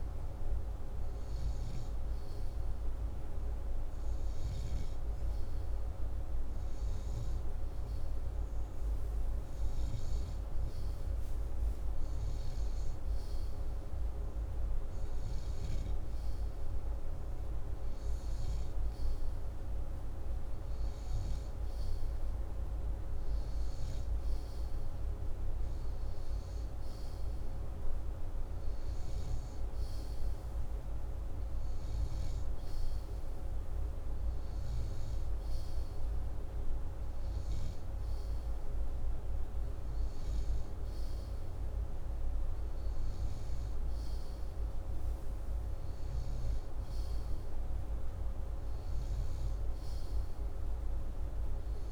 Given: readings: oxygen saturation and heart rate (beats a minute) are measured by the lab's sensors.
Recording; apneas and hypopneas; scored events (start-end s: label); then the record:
breathing in sleep, hard to hear, by a room microphone; none
none scored
From the record:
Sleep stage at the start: N2 (light sleep); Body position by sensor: upright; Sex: male